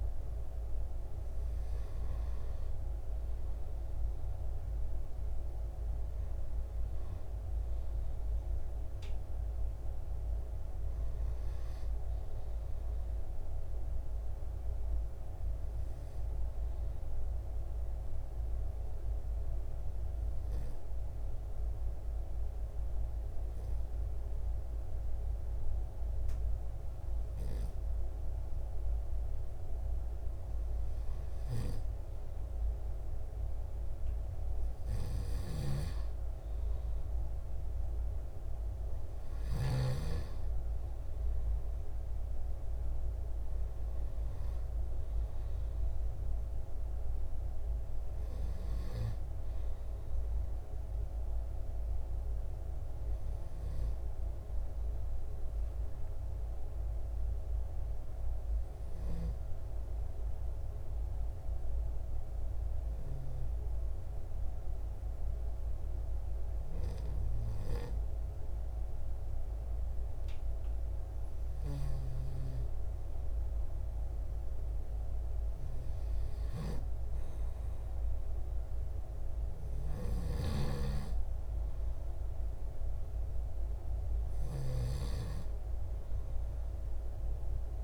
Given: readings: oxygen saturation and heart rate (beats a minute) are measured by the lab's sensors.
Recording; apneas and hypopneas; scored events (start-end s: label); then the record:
breathing in sleep, hard to hear, by a room microphone; 1
20.00-32.00 s: hypopnea (oxygen 97% before, 94% lowest, heart rate 62 before, 58 extreme, up 1 after)
34.00-37.50 s: arousal
From the record:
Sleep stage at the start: N2 (light sleep); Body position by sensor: on the back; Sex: male